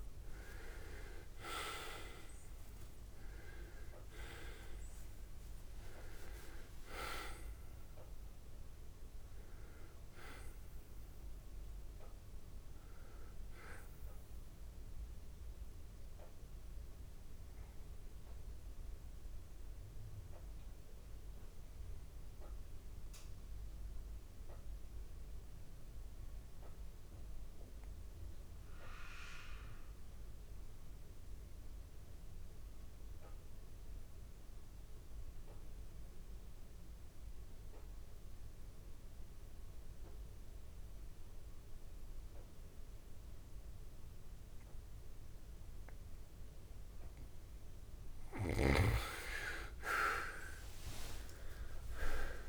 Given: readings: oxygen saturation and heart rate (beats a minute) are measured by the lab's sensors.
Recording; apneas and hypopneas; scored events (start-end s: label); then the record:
breathing in sleep by a room microphone; 1
0.00-2.00 s: arousal
0.00-24.00 s: oxygen desaturation (device-marked, oxygen 81% lowest, heart rate 59 extreme)
14.50-46.50 s: obstructive apnea (oxygen 96% before, 81% lowest, heart rate 70 before, 44 extreme)
43.00-52.49 s: oxygen desaturation (device-marked, oxygen 98% before, 83% lowest, heart rate 67 before, 39 extreme)
50.00-52.49 s: arousal
From the record:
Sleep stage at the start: N2 (light sleep); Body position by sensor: on the back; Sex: male